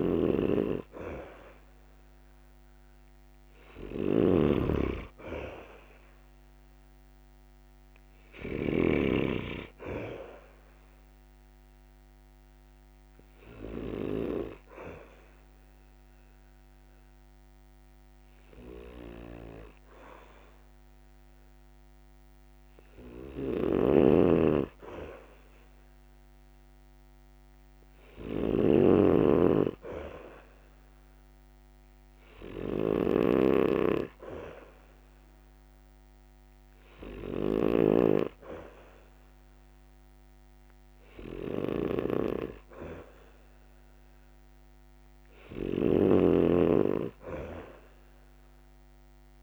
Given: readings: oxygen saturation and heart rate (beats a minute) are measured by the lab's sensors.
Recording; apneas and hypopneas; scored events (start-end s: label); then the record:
breathing in sleep by a microphone on the trachea; 1
0.00-8.50 s: snoring (device-marked)
9.50-26.50 s: oxygen desaturation (device-marked, oxygen 97% before, 94% lowest, heart rate 68 before, 67 extreme)
12.50-23.50 s: obstructive apnea (oxygen 97% before, 93% lowest, heart rate 68 before, 67 extreme, up 0 after)
23.50-37.50 s: snoring (device-marked)
26.50-29.50 s: arousal
37.50-48.50 s: oxygen desaturation (device-marked, oxygen 97% before, 93% lowest, heart rate 68 before, 67 extreme)
45.50-49.42 s: snoring (device-marked)
From the record:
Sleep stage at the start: N2 (light sleep); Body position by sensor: on the back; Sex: male